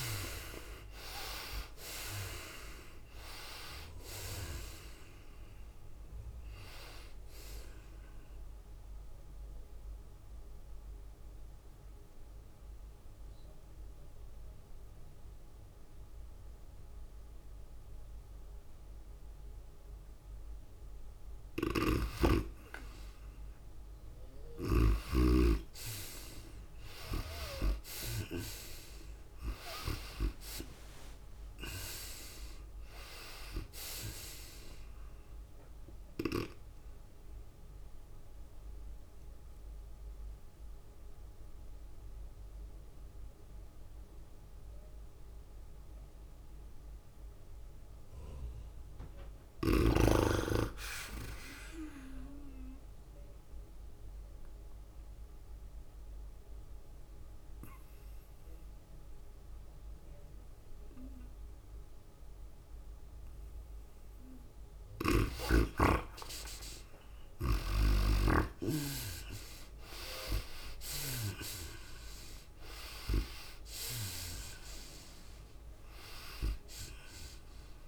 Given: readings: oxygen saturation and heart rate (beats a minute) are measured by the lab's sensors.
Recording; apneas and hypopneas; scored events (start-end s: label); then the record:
breathing in sleep by a room microphone; 3
0.00-1.50 s: arousal
0.00-16.00 s: oxygen desaturation (device-marked, oxygen 64% lowest, heart rate 62 extreme)
0.00-47.00 s: tachycardia (device-marked, heart rate 95 before, 112 extreme)
1.00-17.00 s: drop in pulse transit time (device-marked, heart rate 66 before, 90 extreme)
10.00-22.50 s: obstructive apnea (oxygen 79% before, 64% lowest, heart rate 85 before, 103 extreme, up 2 after)
22.50-26.00 s: snoring (device-marked)
23.00-43.00 s: oxygen desaturation (device-marked, oxygen 98% before, 81% lowest, heart rate 109 before, 97 extreme)
26.00-29.50 s: arousal
38.00-49.50 s: obstructive apnea (oxygen 98% before, 81% lowest, heart rate 106 before, 97 extreme, up 0 after)
50.00-65.00 s: oxygen desaturation (device-marked, oxygen 96% before, 83% lowest, heart rate 106 before, 100 extreme)
51.50-54.00 s: arousal
54.00-63.00 s: tachycardia (device-marked, heart rate 97 before, 102 extreme)
56.00-66.50 s: obstructive apnea (oxygen 96% before, 81% lowest, heart rate 104 before, 100 extreme, up 6 after)
64.00-77.88 s: tachycardia (device-marked, heart rate 97 before, 107 extreme)
65.50-69.50 s: snoring (device-marked)
67.00-77.88 s: oxygen desaturation (device-marked, oxygen 91% before, 81% lowest, heart rate 101 before, 99 extreme)
69.50-73.00 s: arousal
From the record:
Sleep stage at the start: N2 (light sleep); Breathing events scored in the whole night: 372 in 4.0 hours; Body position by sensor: on the right side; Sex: female